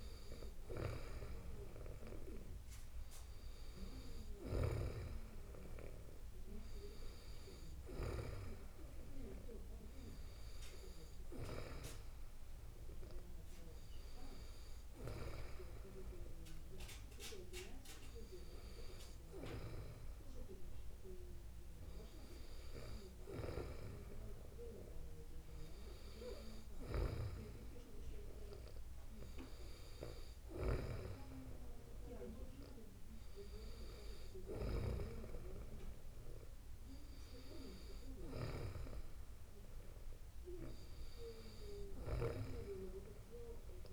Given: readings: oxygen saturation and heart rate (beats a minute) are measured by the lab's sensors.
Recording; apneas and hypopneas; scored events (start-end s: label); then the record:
breathing in sleep by a room microphone; none
none scored
From the record:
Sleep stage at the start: N2 (light sleep); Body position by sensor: on the back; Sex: female